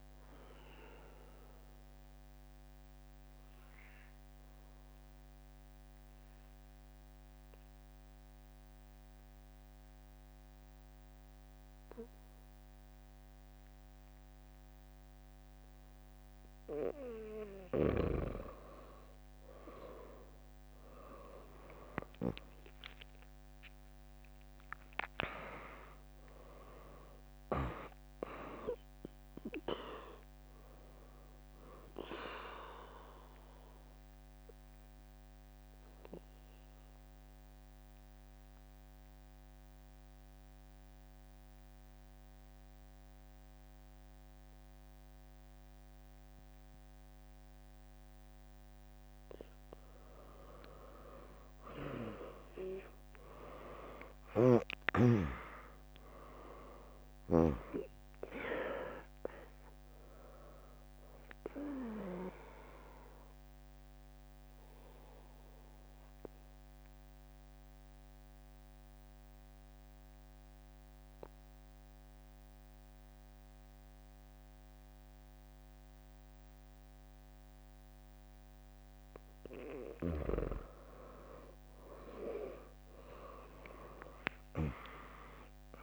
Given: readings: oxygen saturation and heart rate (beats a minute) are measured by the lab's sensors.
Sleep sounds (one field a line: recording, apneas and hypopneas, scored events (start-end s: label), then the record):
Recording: breathing in sleep by a microphone on the trachea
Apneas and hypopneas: 3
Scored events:
0.00-1.50 s: drop in pulse transit time (device-marked, heart rate 62 extreme)
0.00-10.50 s: oxygen desaturation (device-marked, oxygen 96% lowest, heart rate 58 extreme)
0.50-17.50 s: obstructive apnea (oxygen 100% before, 96% lowest, heart rate 69 before, 58 extreme)
17.50-19.50 s: bradycardia (device-marked, heart rate 74 before, 65 extreme)
21.50-26.00 s: arousal
26.50-40.50 s: drop in pulse transit time (device-marked, heart rate 73 before, 74 extreme)
33.50-49.00 s: obstructive apnea (oxygen 100% before, 96% lowest, heart rate 73 before, 58 extreme)
52.00-56.00 s: arousal
55.50-71.50 s: drop in pulse transit time (device-marked, heart rate 74 before, 63 extreme)
56.50-74.50 s: oxygen desaturation (device-marked, oxygen 100% before, 96% lowest, heart rate 73 before, 59 extreme)
60.50-78.00 s: mixed apnea (oxygen 100% before, 96% lowest, heart rate 70 before, 59 extreme)
79.50-81.50 s: bradycardia (device-marked, heart rate 75 before, 66 extreme)
82.50-85.83 s: arousal
From the record:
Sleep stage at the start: N2 (light sleep)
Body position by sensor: on the back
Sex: female